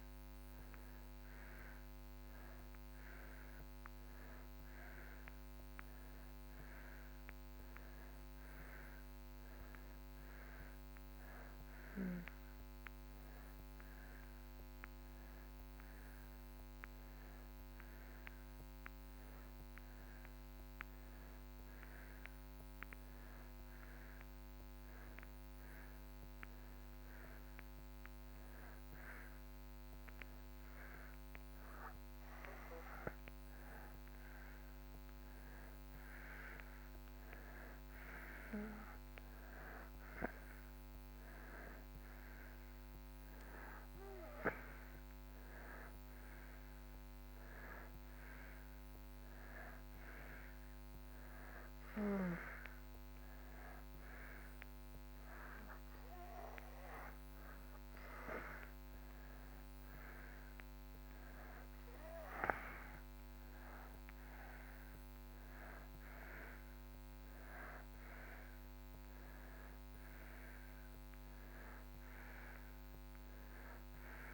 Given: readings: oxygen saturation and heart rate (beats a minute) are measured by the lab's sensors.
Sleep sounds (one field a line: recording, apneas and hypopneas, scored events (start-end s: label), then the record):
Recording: breathing in sleep by a microphone on the trachea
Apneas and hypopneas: none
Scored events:
none scored
From the record:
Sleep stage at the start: N2 (light sleep)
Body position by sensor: on the back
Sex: male